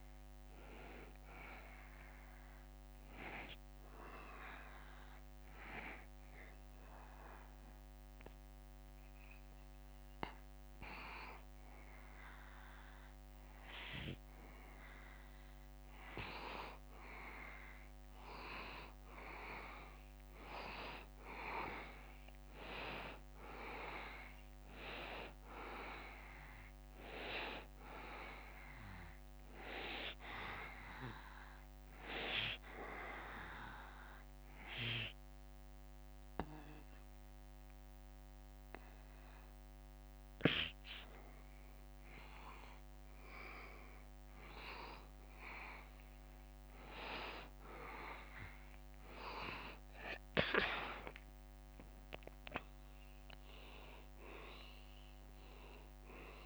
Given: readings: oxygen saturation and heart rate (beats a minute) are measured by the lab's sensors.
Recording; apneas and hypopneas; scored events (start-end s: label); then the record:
breathing in sleep by a microphone on the trachea; 2
2.50-15.50 s: hypopnea (oxygen 94% before, 90% lowest, heart rate 75 before, 74 extreme, up 2 after)
18.00-22.00 s: arousal
24.00-39.00 s: oxygen desaturation (device-marked, oxygen 94% before, 90% lowest, heart rate 75 before, 72 extreme)
30.00-42.00 s: hypopnea (oxygen 94% before, 90% lowest, heart rate 75 before, 72 extreme, up 1 after)
53.00-56.46 s: arousal
54.00-56.46 s: oxygen desaturation (device-marked, oxygen 94% before, 90% lowest, heart rate 74 before, 71 extreme)
From the record:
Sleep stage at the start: N2 (light sleep); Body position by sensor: on the back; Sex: male